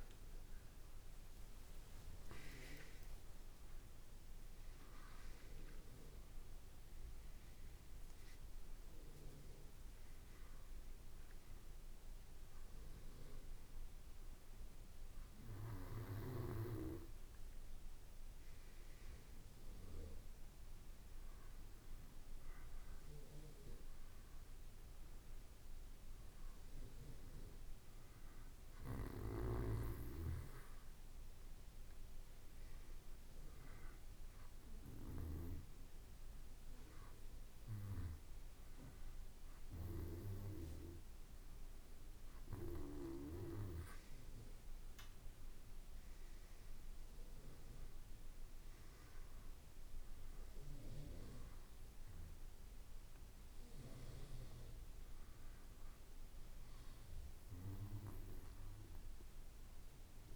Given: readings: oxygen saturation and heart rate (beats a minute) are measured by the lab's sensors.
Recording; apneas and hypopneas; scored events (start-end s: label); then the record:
a person partly awake in a sleep study, by a room microphone; none
0.00-1.50 s: long interval between heartbeats (device-marked, heart rate 78 extreme)
2.00-4.00 s: long interval between heartbeats (device-marked, heart rate 77 before, 87 extreme)
6.00-25.00 s: oxygen desaturation (device-marked, oxygen 95% before, 91% lowest, heart rate 71 before, 56 extreme)
23.00-60.36 s: new sleep stage, N1 (lightest sleep)
From the record:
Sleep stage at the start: awake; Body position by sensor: on the back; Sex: male